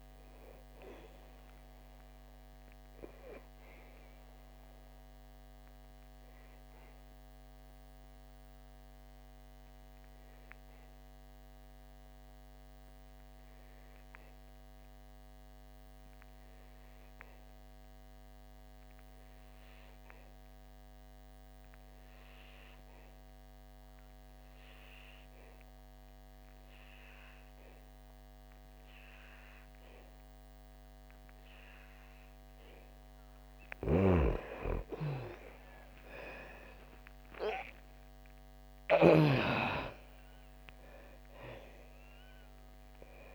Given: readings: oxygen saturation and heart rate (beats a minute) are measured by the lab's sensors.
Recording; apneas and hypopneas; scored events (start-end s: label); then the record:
breathing in sleep by a microphone on the trachea; 1
0.00-20.00 s: oxygen desaturation (device-marked, oxygen 82% lowest, heart rate 48 extreme)
4.50-33.50 s: obstructive apnea (oxygen 99% before, 81% lowest, heart rate 74 before, 48 extreme, up 0 after)
22.00-43.35 s: oxygen desaturation (device-marked, oxygen 99% before, 81% lowest, heart rate 64 before, 43 extreme)
33.50-39.00 s: snoring (device-marked)
35.00-39.50 s: arousal
From the record:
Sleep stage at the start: N2 (light sleep); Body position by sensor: on the back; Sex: female